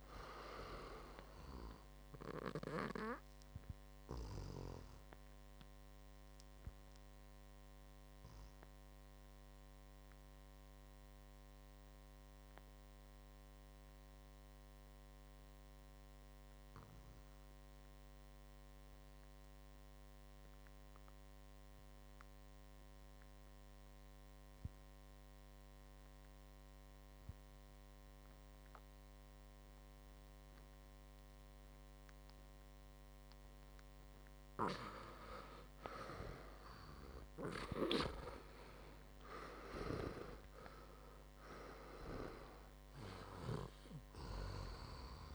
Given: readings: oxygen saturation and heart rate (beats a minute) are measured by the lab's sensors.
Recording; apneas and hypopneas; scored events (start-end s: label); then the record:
breathing in sleep by a microphone on the trachea; 1
0.00-20.00 s: oxygen desaturation (device-marked, oxygen 98% before, 90% lowest, heart rate 67 before, 53 extreme)
5.50-33.50 s: obstructive apnea (oxygen 100% before, 90% lowest, heart rate 65 before, 52 extreme, up 7 after)
36.00-40.00 s: arousal
38.00-45.35 s: oxygen desaturation (device-marked, oxygen 97% before, 91% lowest, heart rate 57 before, 52 extreme)
From the record:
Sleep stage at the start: REM sleep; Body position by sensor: on the right side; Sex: male